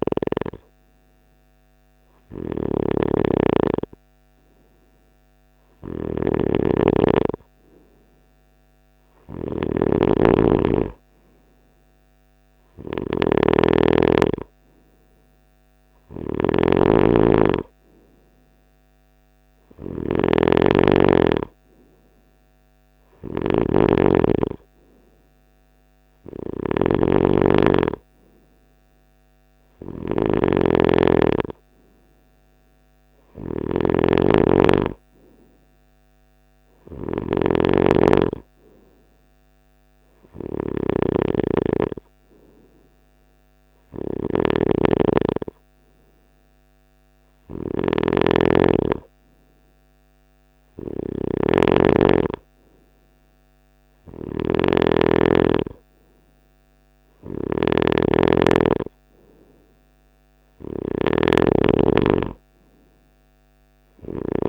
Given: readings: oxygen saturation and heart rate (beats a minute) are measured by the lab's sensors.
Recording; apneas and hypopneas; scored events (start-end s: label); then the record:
breathing in sleep by a microphone on the trachea; none
0.00-64.49 s: snoring (device-marked)
From the record:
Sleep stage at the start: N3 (deep sleep); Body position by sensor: on the right side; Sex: male